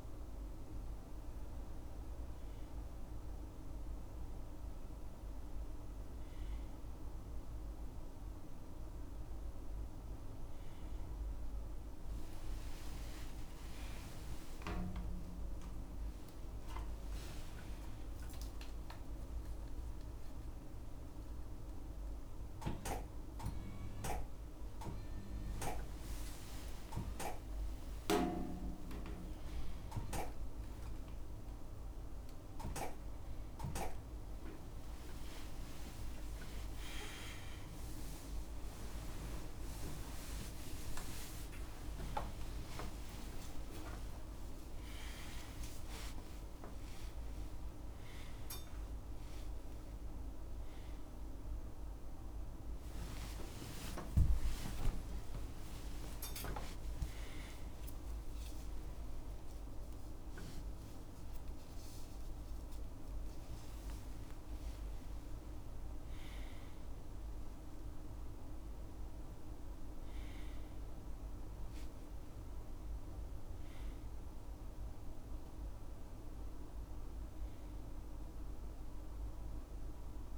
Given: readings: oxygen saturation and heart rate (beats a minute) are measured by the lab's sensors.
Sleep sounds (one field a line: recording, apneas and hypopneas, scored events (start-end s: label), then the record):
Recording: a person awake in a sleep study, by a room microphone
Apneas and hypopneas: none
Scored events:
50.00-56.00 s: tachycardia (device-marked, heart rate 87 before, 103 extreme)
53.50-55.50 s: long interval between heartbeats (device-marked, heart rate 87 before, 101 extreme)
58.00-80.38 s: new sleep stage, N1 (lightest sleep)
From the record:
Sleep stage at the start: awake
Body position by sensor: on the left side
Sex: male